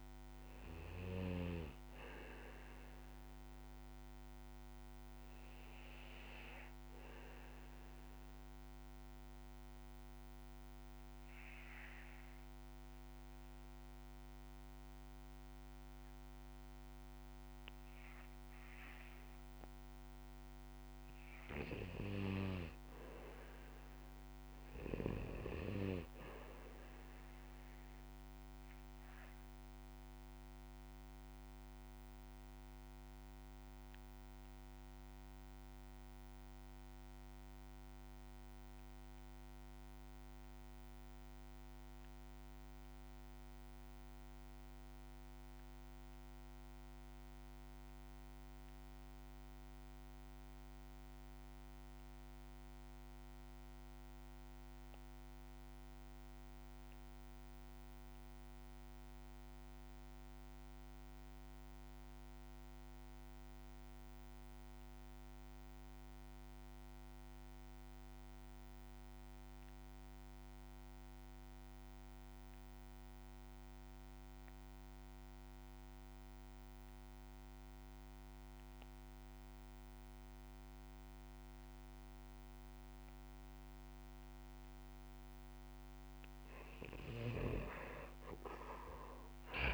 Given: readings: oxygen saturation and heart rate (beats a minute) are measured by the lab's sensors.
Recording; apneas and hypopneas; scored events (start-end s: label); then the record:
breathing in sleep by a microphone on the trachea; 2
7.50-19.50 s: hypopnea (oxygen 97% before, 90% lowest, heart rate 61 before, 53 extreme, up 4 after)
21.50-24.00 s: arousal
29.50-85.50 s: obstructive apnea (oxygen 97% before, 69% lowest, heart rate 58 before, 51 extreme, up 23 after)
32.00-50.00 s: oxygen desaturation (device-marked, oxygen 96% before, 90% lowest, heart rate 59 before, 51 extreme)
From the record:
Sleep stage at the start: REM sleep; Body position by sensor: on the back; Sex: male